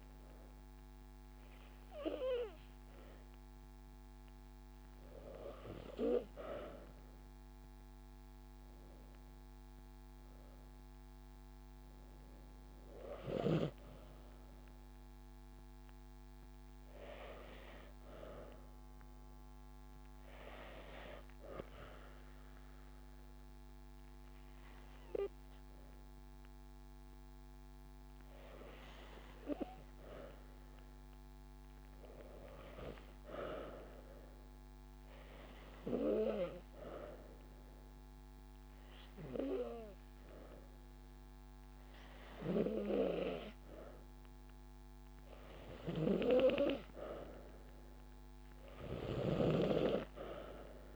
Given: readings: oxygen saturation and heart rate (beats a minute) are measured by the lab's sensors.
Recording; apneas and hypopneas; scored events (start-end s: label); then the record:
breathing in sleep by a microphone on the trachea; 1
28.50-32.00 s: arousal
32.00-34.00 s: long interval between heartbeats (device-marked)
34.50-44.50 s: obstructive apnea (oxygen 96% before, 93% lowest)
46.50-50.00 s: arousal
From the record:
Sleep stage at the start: N2 (light sleep); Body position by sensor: on the back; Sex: female